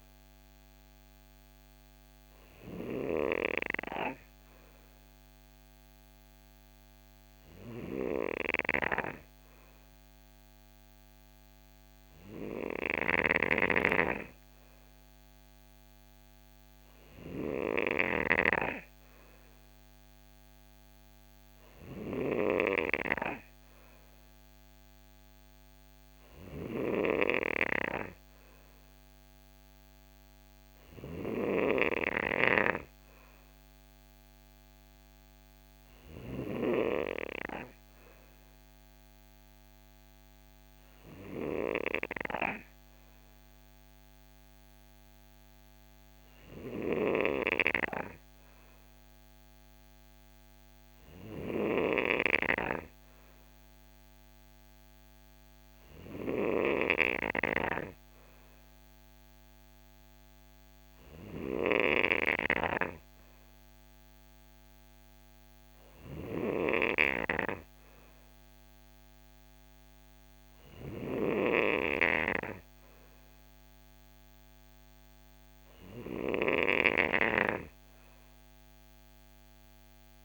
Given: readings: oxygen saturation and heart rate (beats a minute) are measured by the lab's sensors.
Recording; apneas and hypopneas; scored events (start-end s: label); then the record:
breathing in sleep by a microphone on the trachea; none
none scored
From the record:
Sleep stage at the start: N3 (deep sleep); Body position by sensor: on the right side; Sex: male